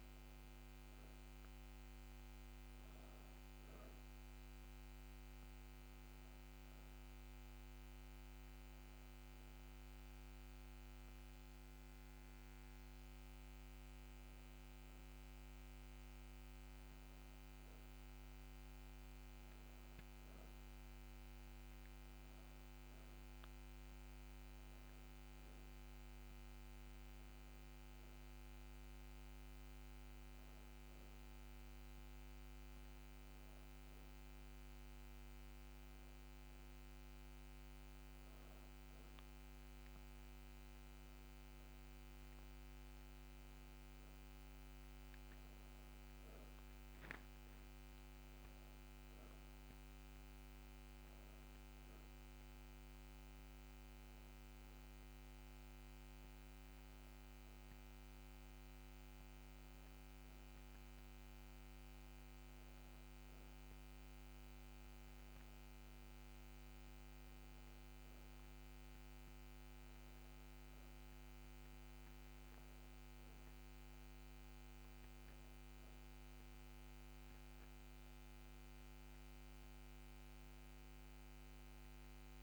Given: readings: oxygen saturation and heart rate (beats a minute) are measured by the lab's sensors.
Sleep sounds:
breathing in sleep, hard to hear, by a microphone on the trachea; none
80.00-82.42 s: arousal
From the record:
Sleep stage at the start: N1 (lightest sleep); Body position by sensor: on the back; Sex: female

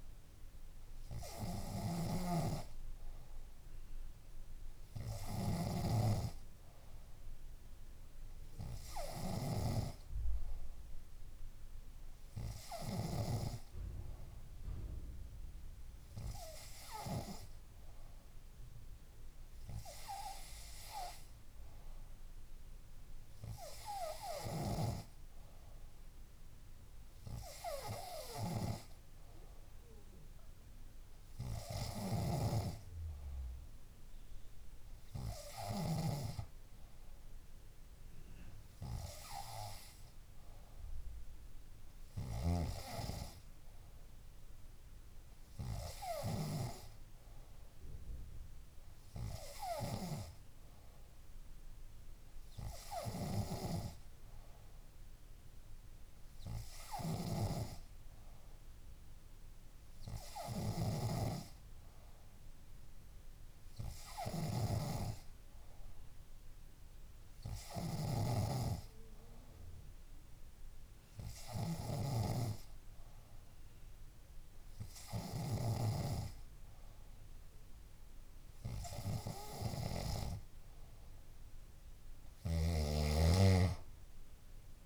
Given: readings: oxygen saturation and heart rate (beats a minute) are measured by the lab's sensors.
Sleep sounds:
breathing in sleep by a room microphone; none
0.00-13.50 s: snoring (device-marked)
28.00-35.00 s: oxygen desaturation (device-marked, oxygen 96% before, 93% lowest, heart rate 65 before, 62 extreme)
32.00-36.50 s: snoring (device-marked)
57.00-61.00 s: snoring (device-marked)
68.00-76.00 s: snoring (device-marked)
82.50-84.86 s: snoring (device-marked)
From the record:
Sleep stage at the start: N2 (light sleep); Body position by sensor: on the back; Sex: female

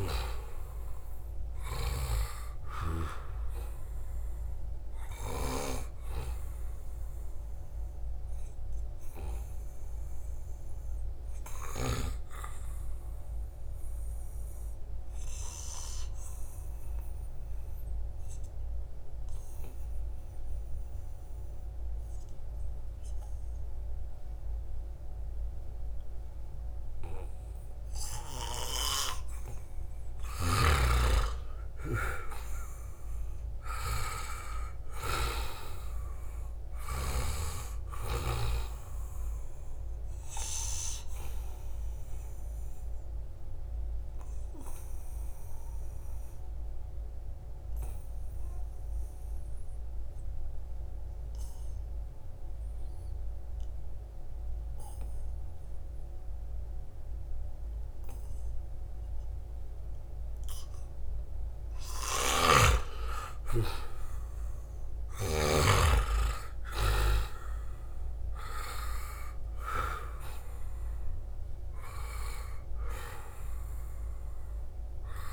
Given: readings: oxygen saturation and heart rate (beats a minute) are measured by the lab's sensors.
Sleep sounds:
breathing in sleep by a room microphone; 2
0.00-18.00 s: oxygen desaturation (device-marked, oxygen 88% lowest, heart rate 70 extreme)
7.00-31.00 s: obstructive apnea (oxygen 97% before, 88% lowest, heart rate 74 before, 72 extreme, up 7 after)
32.00-53.00 s: oxygen desaturation (device-marked, oxygen 97% before, 91% lowest, heart rate 76 before, 72 extreme)
32.50-37.00 s: arousal
41.00-62.00 s: obstructive apnea (oxygen 97% before, 91% lowest, heart rate 75 before, 72 extreme, up 3 after)
63.00-68.00 s: arousal
67.00-75.33 s: oxygen desaturation (device-marked, oxygen 97% before, 91% lowest, heart rate 75 before, 71 extreme)
From the record:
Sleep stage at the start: N2 (light sleep); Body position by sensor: on the back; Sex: male

